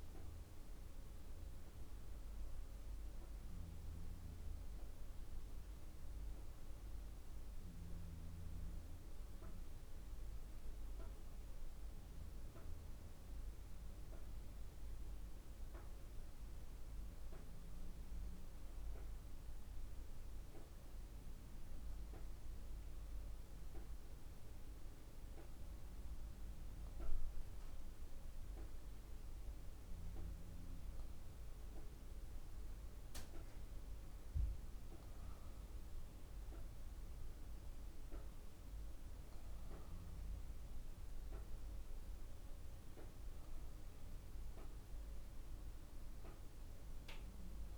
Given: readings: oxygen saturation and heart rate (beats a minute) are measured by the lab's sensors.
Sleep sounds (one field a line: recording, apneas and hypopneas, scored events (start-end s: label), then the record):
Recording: breathing in sleep, hard to hear, by a room microphone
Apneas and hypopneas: none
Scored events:
0.50-2.50 s: long interval between heartbeats (device-marked, heart rate 51 before, 55 extreme)
From the record:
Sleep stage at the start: N2 (light sleep)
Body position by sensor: on the back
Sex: female